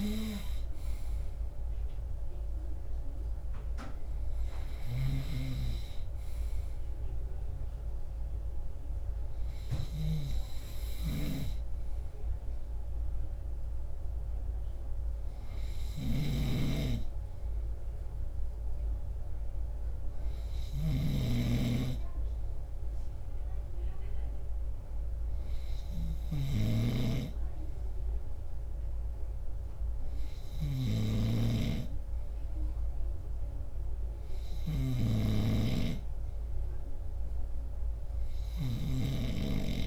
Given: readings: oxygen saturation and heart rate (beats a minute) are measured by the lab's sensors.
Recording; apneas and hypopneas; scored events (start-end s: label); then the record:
breathing in sleep by a room microphone; none
16.00-39.86 s: snoring (device-marked)
From the record:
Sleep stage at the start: N2 (light sleep); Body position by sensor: on the left side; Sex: male